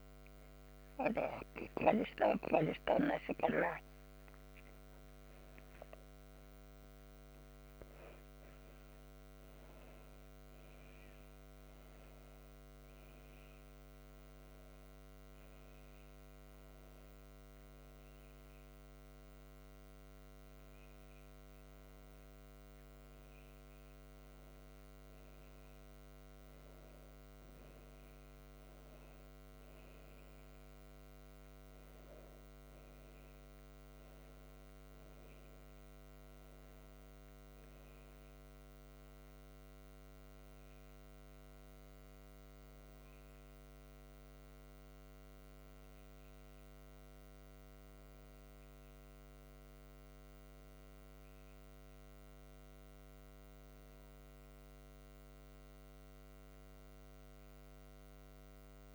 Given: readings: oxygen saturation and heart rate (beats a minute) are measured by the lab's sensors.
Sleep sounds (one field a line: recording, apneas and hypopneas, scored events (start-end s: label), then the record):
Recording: a person awake in a sleep study, hard to hear, by a microphone on the trachea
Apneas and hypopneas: none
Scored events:
none scored
From the record:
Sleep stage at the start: awake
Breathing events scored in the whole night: 398 in 5.7 hours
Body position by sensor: on the right side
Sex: female